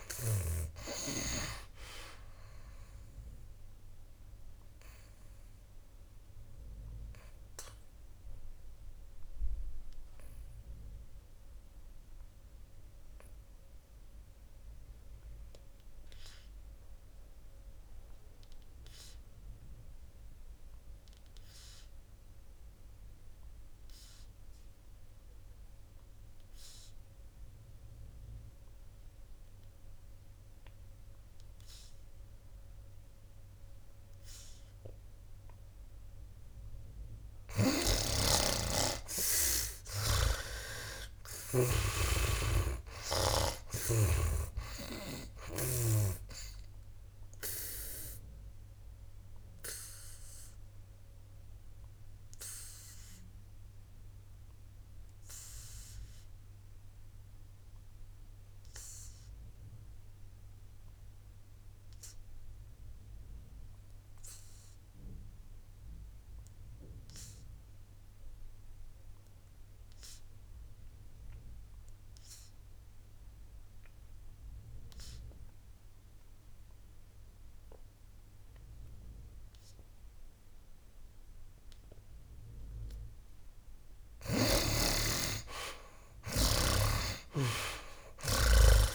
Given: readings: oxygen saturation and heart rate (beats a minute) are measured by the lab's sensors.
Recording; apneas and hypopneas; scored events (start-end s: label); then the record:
breathing in sleep by a room microphone; 2
0.00-25.00 s: oxygen desaturation (device-marked, oxygen 72% lowest, heart rate 60 extreme)
5.50-37.00 s: obstructive apnea (oxygen 99% before, 72% lowest, heart rate 70 before, 58 extreme, up 13 after)
36.00-71.00 s: oxygen desaturation (device-marked, oxygen 98% before, 75% lowest, heart rate 62 before, 57 extreme)
38.00-42.00 s: snoring (device-marked)
39.50-44.00 s: arousal
47.00-83.50 s: obstructive apnea (oxygen 98% before, 69% lowest, heart rate 66 before, 57 extreme, up 15 after)
76.00-88.95 s: oxygen desaturation (device-marked, oxygen 96% before, 69% lowest, heart rate 59 before, 56 extreme)
84.50-88.95 s: snoring (device-marked)
85.50-88.95 s: arousal
From the record:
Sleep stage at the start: N2 (light sleep); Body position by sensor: on the back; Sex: male